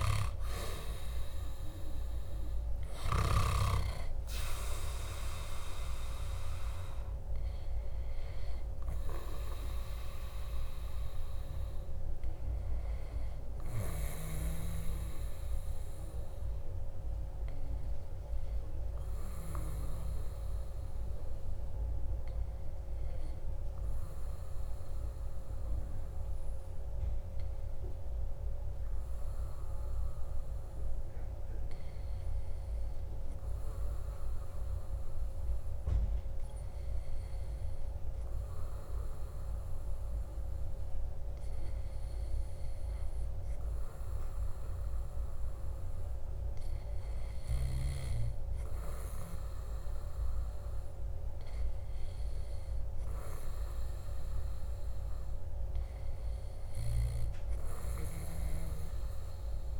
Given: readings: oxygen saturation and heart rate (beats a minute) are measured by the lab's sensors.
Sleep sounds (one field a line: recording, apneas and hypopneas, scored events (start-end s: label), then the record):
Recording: breathing in sleep by a room microphone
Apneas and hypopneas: 1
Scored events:
20.50-45.50 s: hypopnea (oxygen 96% before, 96% lowest, heart rate 55 before, 53 extreme, up 1 after)
46.00-49.50 s: arousal
From the record:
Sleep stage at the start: N2 (light sleep)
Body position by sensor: on the back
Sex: male